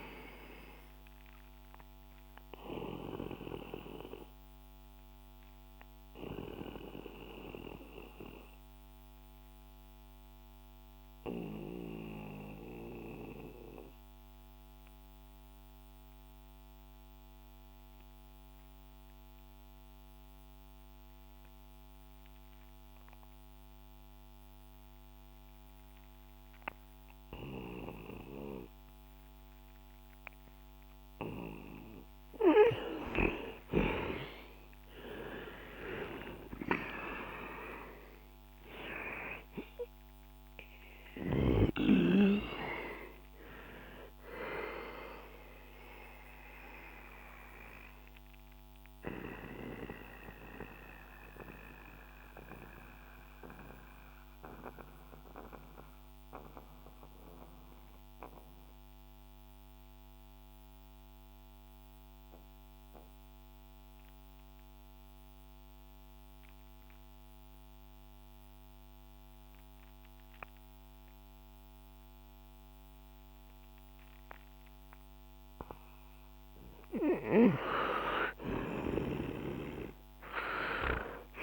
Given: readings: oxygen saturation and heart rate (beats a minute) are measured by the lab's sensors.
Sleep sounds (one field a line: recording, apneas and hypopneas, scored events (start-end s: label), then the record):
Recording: breathing in sleep by a microphone on the trachea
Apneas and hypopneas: 2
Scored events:
1.00-32.00 s: obstructive apnea (oxygen 97% before, 88% lowest, heart rate 69 before, 62 extreme, up 7 after)
15.50-23.50 s: oxygen desaturation (device-marked, oxygen 94% before, 90% lowest, heart rate 68 before, 65 extreme)
31.50-50.50 s: oxygen desaturation (device-marked, oxygen 99% before, 92% lowest, heart rate 68 before, 62 extreme)
34.50-38.50 s: arousal
46.50-77.00 s: mixed apnea (oxygen 99% before, 88% lowest, heart rate 69 before, 62 extreme, up 10 after)
64.50-71.50 s: oxygen desaturation (device-marked, oxygen 93% before, 88% lowest, heart rate 64 before, 64 extreme)
78.50-81.43 s: arousal
From the record:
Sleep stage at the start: N2 (light sleep)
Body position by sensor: on the back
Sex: male